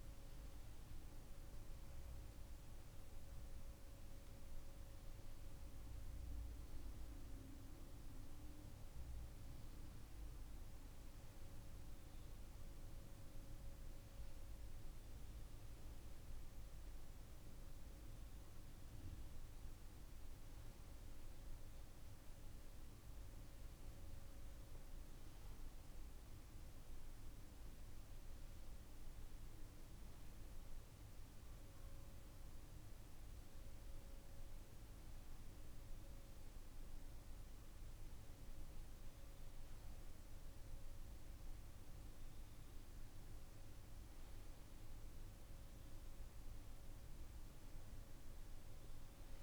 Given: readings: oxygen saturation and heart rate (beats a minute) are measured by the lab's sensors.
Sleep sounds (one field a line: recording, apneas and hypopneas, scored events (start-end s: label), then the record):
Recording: a person awake in a sleep study, hard to hear, by a room microphone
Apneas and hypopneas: none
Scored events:
47.00-49.43 s: new sleep stage, N1 (lightest sleep)
From the record:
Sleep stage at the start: awake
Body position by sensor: on the right side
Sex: male